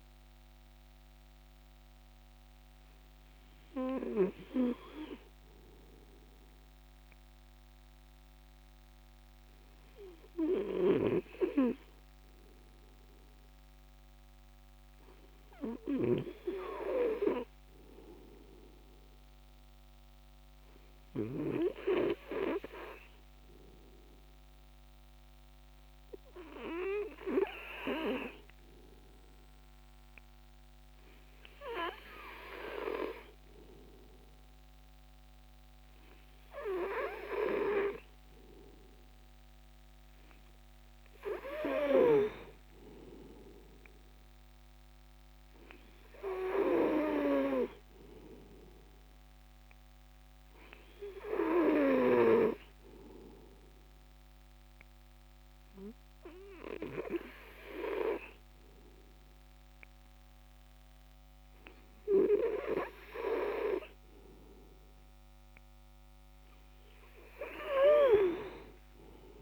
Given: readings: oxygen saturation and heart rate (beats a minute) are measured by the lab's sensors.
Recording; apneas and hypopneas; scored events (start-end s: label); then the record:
breathing in sleep by a microphone on the trachea; 2
0.00-15.00 s: oxygen desaturation (device-marked, oxygen 89% lowest, heart rate 53 extreme)
1.50-38.00 s: obstructive apnea (oxygen 96% before, 89% lowest, heart rate 67 before, 53 extreme, up 15 after)
38.00-56.00 s: oxygen desaturation (device-marked, oxygen 99% before, 93% lowest, heart rate 62 before, 65 extreme)
41.00-45.50 s: arousal
52.50-65.00 s: obstructive apnea (oxygen 99% before, 94% lowest, heart rate 62 before, 65 extreme, up 2 after)
66.50-69.42 s: arousal
From the record:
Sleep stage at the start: N2 (light sleep); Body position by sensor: on the back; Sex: male